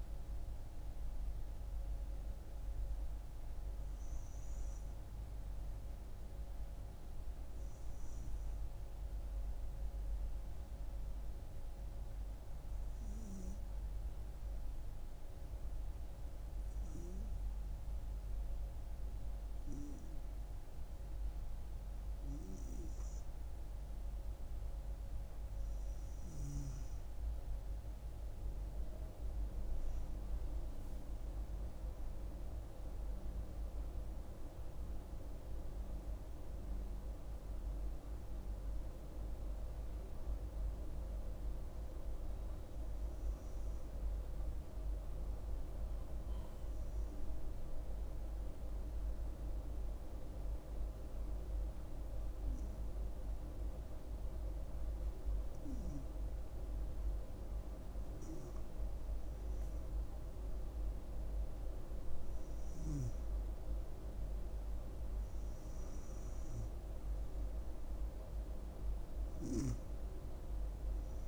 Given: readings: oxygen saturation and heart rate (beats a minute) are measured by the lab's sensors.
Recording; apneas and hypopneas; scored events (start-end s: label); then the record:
breathing in sleep by a room microphone; 2
10.50-23.00 s: hypopnea (oxygen 97% before, 93% lowest, heart rate 68 before, 66 extreme, up 0 after)
14.00-22.00 s: oxygen desaturation (device-marked, oxygen 97% before, 93% lowest, heart rate 69 before, 66 extreme)
24.50-28.50 s: arousal
45.50-58.00 s: hypopnea (oxygen 97% before, 94% lowest, heart rate 69 before, 65 extreme, up 1 after)
60.00-64.00 s: arousal
From the record:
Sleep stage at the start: N2 (light sleep); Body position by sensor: on the front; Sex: female